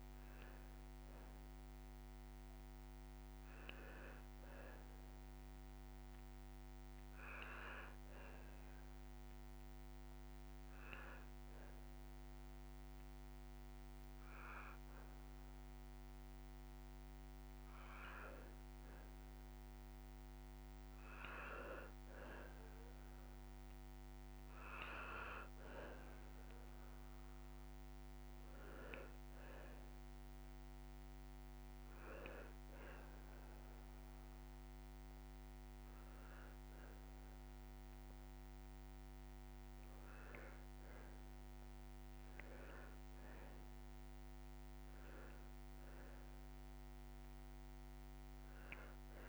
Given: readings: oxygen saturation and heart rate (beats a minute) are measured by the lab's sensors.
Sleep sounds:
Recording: breathing in sleep by a microphone on the trachea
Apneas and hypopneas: 1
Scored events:
6.50-17.50 s: hypopnea (oxygen 96% before, 84% lowest, heart rate 129 before, 100 extreme)
21.50-25.50 s: arousal
27.50-38.50 s: oxygen desaturation (device-marked, oxygen 95% before, 91% lowest, heart rate 124 before, 77 extreme)
From the record:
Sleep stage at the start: N2 (light sleep)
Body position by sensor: on the back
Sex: male

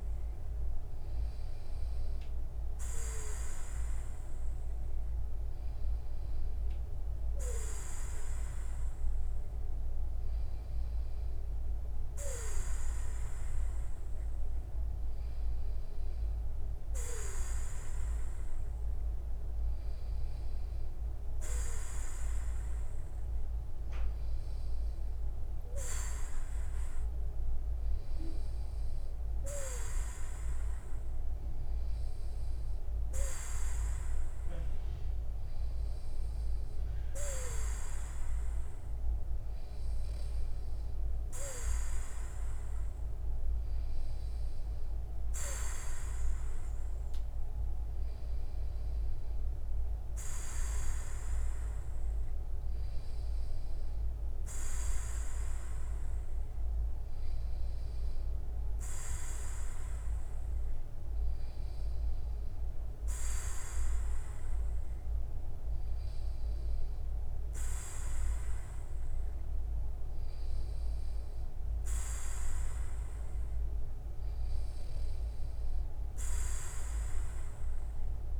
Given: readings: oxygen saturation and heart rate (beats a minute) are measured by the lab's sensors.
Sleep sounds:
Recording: breathing in sleep by a room microphone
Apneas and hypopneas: none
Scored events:
none scored
From the record:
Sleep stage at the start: N2 (light sleep)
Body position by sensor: on the back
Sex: male

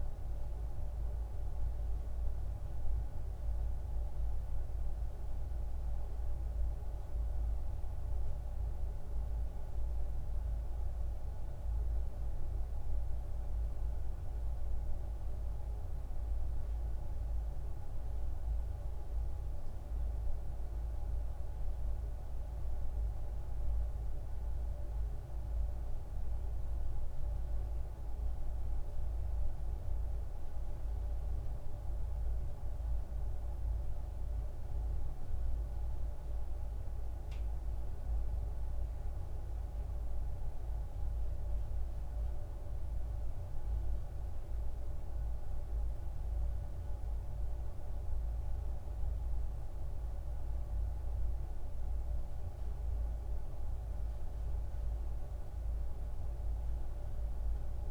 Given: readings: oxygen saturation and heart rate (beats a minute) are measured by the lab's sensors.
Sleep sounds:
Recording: a person awake in a sleep study, hard to hear, by a room microphone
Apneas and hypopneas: none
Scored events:
none scored
From the record:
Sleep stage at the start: awake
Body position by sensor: on the back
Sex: male

